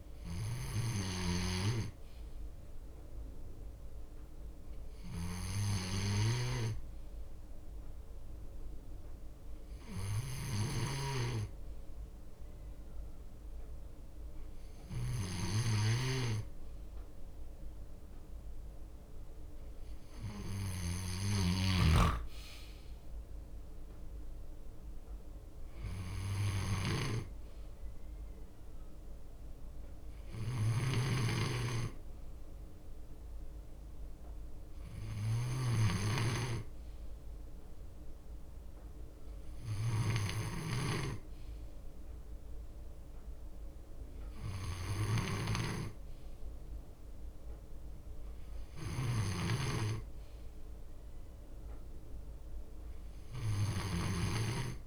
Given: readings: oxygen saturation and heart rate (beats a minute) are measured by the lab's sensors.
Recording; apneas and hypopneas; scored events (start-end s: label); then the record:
breathing in sleep by a room microphone; none
0.00-9.50 s: leg movement (device-marked)
0.00-21.50 s: snoring (device-marked)
4.50-6.50 s: bradycardia (device-marked, heart rate 60 before, 60 extreme)
13.50-16.00 s: leg movement (device-marked)
17.00-22.00 s: leg movement (device-marked)
17.50-31.50 s: drop in pulse transit time (device-marked, heart rate 61 before, 61 extreme)
21.50-23.50 s: long interval between heartbeats (device-marked, heart rate 60 before, 70 extreme)
23.50-25.50 s: leg movement (device-marked)
30.50-36.00 s: snoring (device-marked)
30.50-36.50 s: bradycardia (device-marked, heart rate 60 before, 59 extreme)
46.50-50.50 s: leg movement (device-marked)
From the record:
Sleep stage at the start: N2 (light sleep); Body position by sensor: on the left side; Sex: male